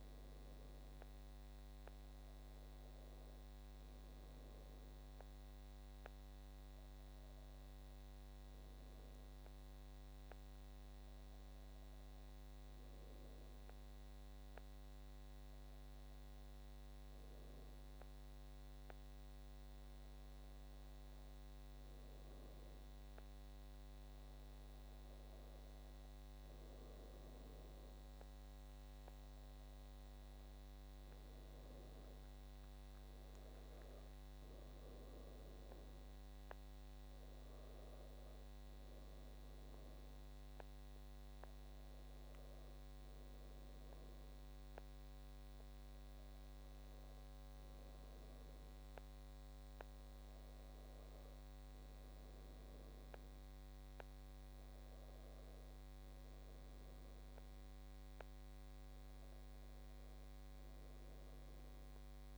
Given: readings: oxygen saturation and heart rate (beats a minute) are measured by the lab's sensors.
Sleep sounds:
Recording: breathing in sleep, hard to hear, by a microphone on the trachea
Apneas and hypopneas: none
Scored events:
none scored
From the record:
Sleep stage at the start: N1 (lightest sleep)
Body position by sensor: on the back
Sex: female

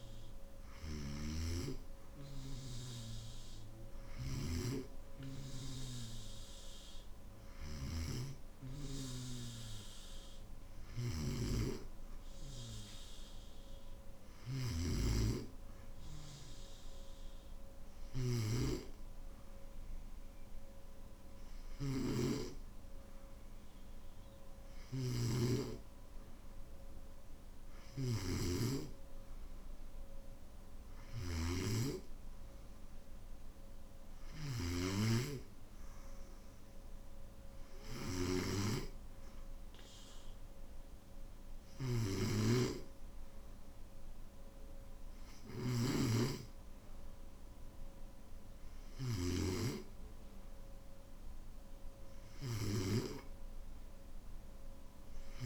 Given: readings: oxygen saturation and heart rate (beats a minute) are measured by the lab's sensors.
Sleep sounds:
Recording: breathing in sleep by a room microphone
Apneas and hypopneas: none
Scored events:
10.50-14.50 s: snoring (device-marked)
21.50-34.50 s: snoring (device-marked)
37.50-55.46 s: new sleep stage, N3 (deep sleep)
42.00-49.00 s: snoring (device-marked)
From the record:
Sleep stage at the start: N1 (lightest sleep)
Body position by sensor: on the back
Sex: male

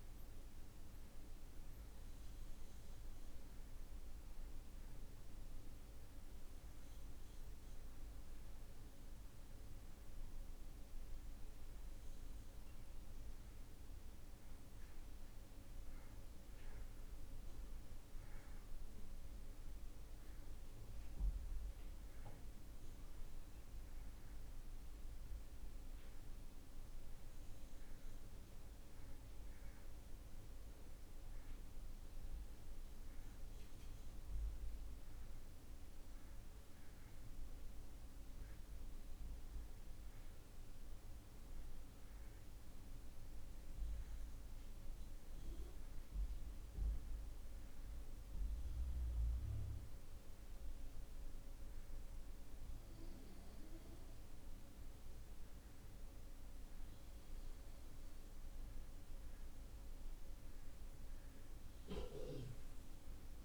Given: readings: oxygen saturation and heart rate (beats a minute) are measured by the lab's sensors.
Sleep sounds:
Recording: breathing in sleep, hard to hear, by a room microphone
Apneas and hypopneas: none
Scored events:
none scored
From the record:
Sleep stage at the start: N2 (light sleep)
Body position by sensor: on the back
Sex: male

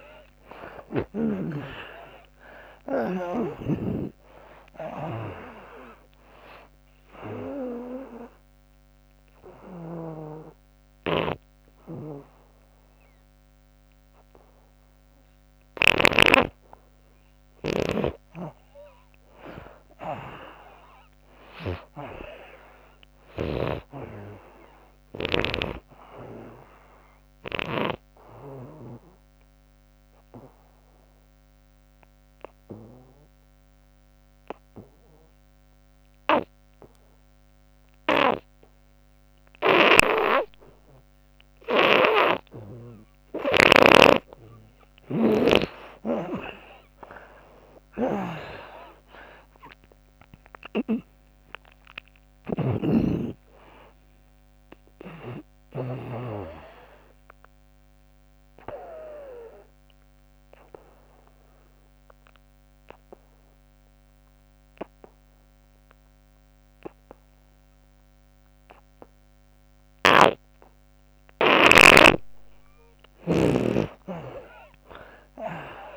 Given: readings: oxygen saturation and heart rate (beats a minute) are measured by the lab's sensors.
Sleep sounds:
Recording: breathing in sleep by a microphone on the trachea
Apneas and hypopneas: 3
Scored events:
0.00-1.50 s: snoring (device-marked)
0.00-4.00 s: arousal
0.00-21.00 s: oxygen desaturation (device-marked, oxygen 81% lowest, heart rate 73 extreme)
3.50-16.00 s: snoring (device-marked)
8.50-19.00 s: obstructive apnea (oxygen 98% before, 76% lowest, heart rate 93 before, 79 extreme, up 12 after)
22.00-25.00 s: arousal
23.00-34.00 s: oxygen desaturation (device-marked, oxygen 96% before, 86% lowest, heart rate 108 before, 72 extreme)
28.50-40.50 s: obstructive apnea (oxygen 96% before, 76% lowest, heart rate 106 before, 72 extreme, up 0 after)
45.50-50.00 s: arousal
47.00-70.00 s: oxygen desaturation (device-marked, oxygen 95% before, 76% lowest, heart rate 93 before, 67 extreme)
52.00-56.00 s: snoring (device-marked)
57.50-70.00 s: obstructive apnea (oxygen 95% before, 76% lowest, heart rate 92 before, 67 extreme, up 12 after)
69.50-73.50 s: snoring (device-marked)
72.00-75.50 s: arousal
72.00-75.97 s: oxygen desaturation (device-marked, oxygen 98% before, 78% lowest, heart rate 86 before, 68 extreme)
From the record:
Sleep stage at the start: N2 (light sleep)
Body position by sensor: on the back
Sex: female

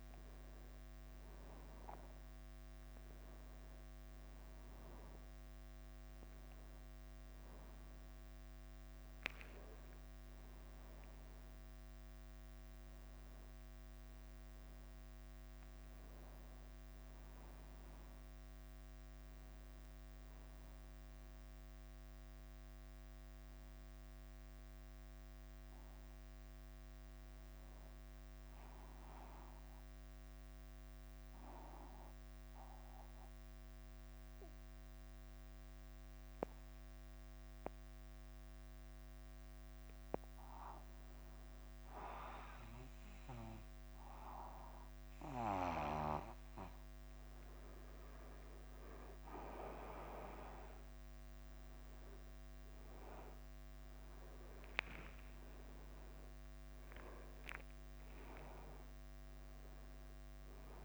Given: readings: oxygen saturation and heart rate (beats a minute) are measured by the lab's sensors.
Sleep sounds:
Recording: breathing in sleep by a microphone on the trachea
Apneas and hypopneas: 1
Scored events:
0.00-17.00 s: oxygen desaturation (device-marked, oxygen 93% lowest, heart rate 46 extreme)
3.00-60.84 s: bradycardia (device-marked, heart rate 53 before, 46 extreme)
6.00-8.00 s: long interval between heartbeats (device-marked, heart rate 58 before, 59 extreme)
21.00-25.00 s: arousal
28.50-40.00 s: central apnea (oxygen 99% before, 95% lowest, heart rate 52 before, 51 extreme, up 1 after)
37.00-60.84 s: new sleep stage, N2 (light sleep)
48.00-60.84 s: oxygen desaturation (device-marked, oxygen 99% before, 95% lowest, heart rate 52 before, 51 extreme)
52.50-57.00 s: arousal
From the record:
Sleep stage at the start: N1 (lightest sleep)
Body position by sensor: on the back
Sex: male

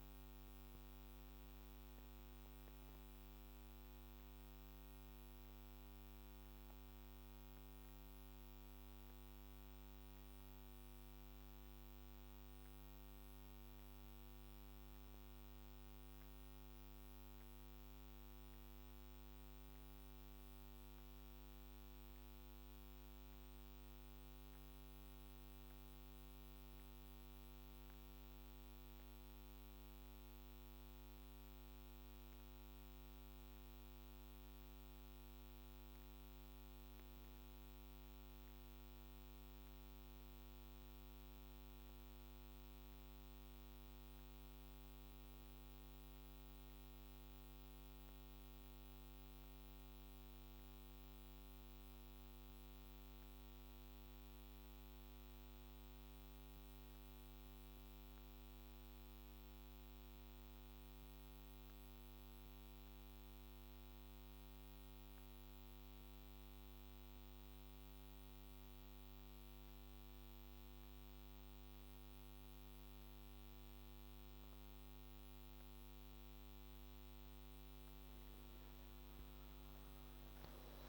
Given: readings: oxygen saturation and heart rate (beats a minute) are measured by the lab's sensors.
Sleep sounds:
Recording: breathing in sleep, hard to hear, by a microphone on the trachea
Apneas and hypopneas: 2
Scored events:
6.50-26.00 s: hypopnea (oxygen 99% before, 96% lowest, heart rate 50 before, 47 extreme, up 4 after)
28.50-34.00 s: arousal
49.00-67.50 s: hypopnea (oxygen 98% before, 94% lowest, heart rate 51 before, 48 extreme, up 4 after)
61.00-66.00 s: drop in pulse transit time (device-marked, heart rate 49 before, 50 extreme)
80.00-80.89 s: new sleep stage, awake
From the record:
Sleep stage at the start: N2 (light sleep)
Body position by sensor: on the back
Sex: female

